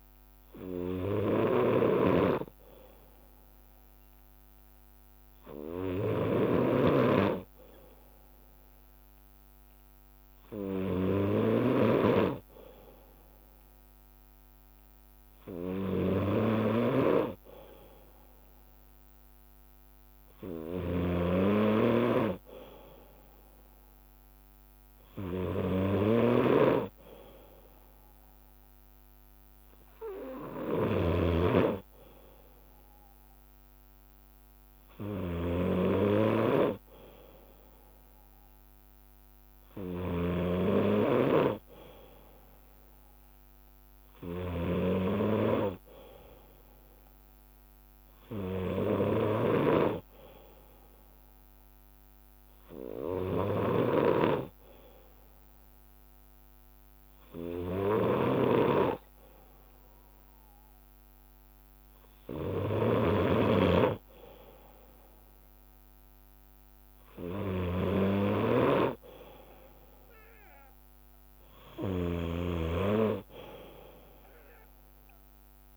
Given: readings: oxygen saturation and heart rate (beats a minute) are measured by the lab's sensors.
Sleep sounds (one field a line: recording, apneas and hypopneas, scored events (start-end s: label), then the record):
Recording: breathing in sleep by a microphone on the trachea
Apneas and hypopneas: none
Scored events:
0.00-4.50 s: leg movement (device-marked)
10.50-11.50 s: leg movement (device-marked)
12.50-15.50 s: leg movement (device-marked)
16.00-17.50 s: leg movement (device-marked)
21.00-23.50 s: leg movement (device-marked)
25.00-28.50 s: leg movement (device-marked)
26.00-29.00 s: bradycardia (device-marked, heart rate 59 before, 60 extreme)
30.50-33.50 s: leg movement (device-marked)
32.00-34.00 s: bradycardia (device-marked, heart rate 59 before, 60 extreme)
34.50-38.50 s: leg movement (device-marked)
35.00-44.00 s: bradycardia (device-marked, heart rate 59 before, 58 extreme)
42.50-44.50 s: leg movement (device-marked)
45.00-47.00 s: bradycardia (device-marked, heart rate 59 before, 59 extreme)
45.50-51.00 s: leg movement (device-marked)
56.00-58.50 s: leg movement (device-marked)
59.00-61.00 s: bradycardia (device-marked, heart rate 59 before, 60 extreme)
59.50-64.50 s: leg movement (device-marked)
68.00-73.00 s: leg movement (device-marked)
From the record:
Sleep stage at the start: N2 (light sleep)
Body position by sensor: on the left side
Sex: male